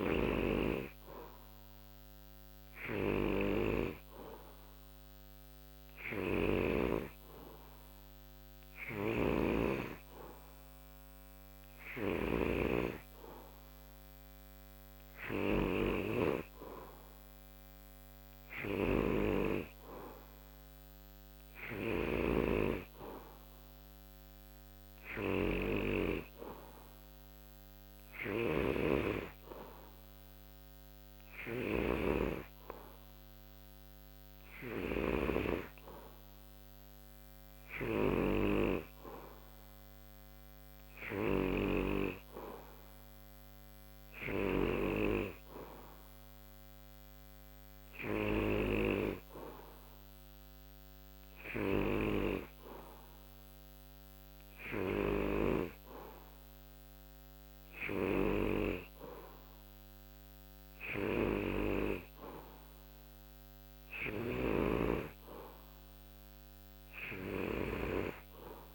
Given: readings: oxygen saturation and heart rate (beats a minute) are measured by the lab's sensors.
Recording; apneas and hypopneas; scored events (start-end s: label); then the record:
breathing in sleep by a microphone on the trachea; none
8.50-44.50 s: snoring (device-marked)
55.00-68.00 s: snoring (device-marked)
From the record:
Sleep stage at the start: N2 (light sleep); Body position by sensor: on the back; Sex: male